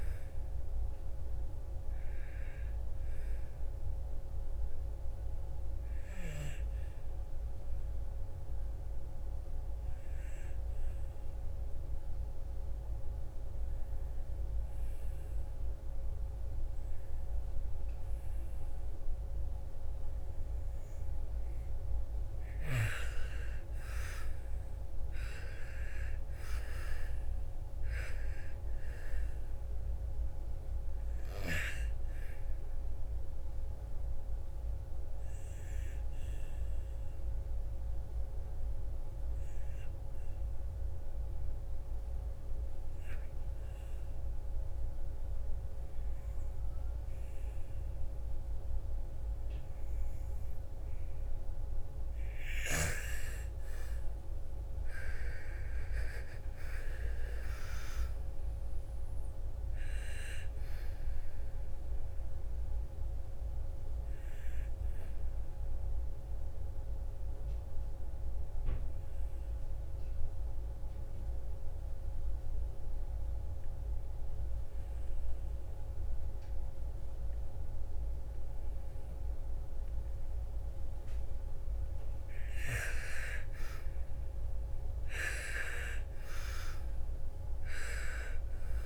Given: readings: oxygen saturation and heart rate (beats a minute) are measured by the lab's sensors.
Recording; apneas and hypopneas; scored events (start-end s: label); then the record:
breathing in sleep by a room microphone; 3
0.00-13.00 s: oxygen desaturation (device-marked, oxygen 91% lowest, heart rate 54 extreme)
6.50-20.00 s: obstructive apnea (oxygen 97% before, 86% lowest, heart rate 61 before, 54 extreme, up 11 after)
23.00-27.00 s: arousal
24.00-42.00 s: oxygen desaturation (device-marked, oxygen 97% before, 86% lowest, heart rate 57 before, 55 extreme)
32.50-51.00 s: obstructive apnea (oxygen 97% before, 86% lowest, heart rate 59 before, 54 extreme, up 10 after)
52.50-57.00 s: arousal
53.00-80.00 s: oxygen desaturation (device-marked, oxygen 98% before, 87% lowest, heart rate 57 before, 54 extreme)
61.50-81.00 s: obstructive apnea (oxygen 98% before, 87% lowest, heart rate 59 before, 54 extreme, up 9 after)
83.50-87.50 s: arousal
From the record:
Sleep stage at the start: N2 (light sleep); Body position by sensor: on the back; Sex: female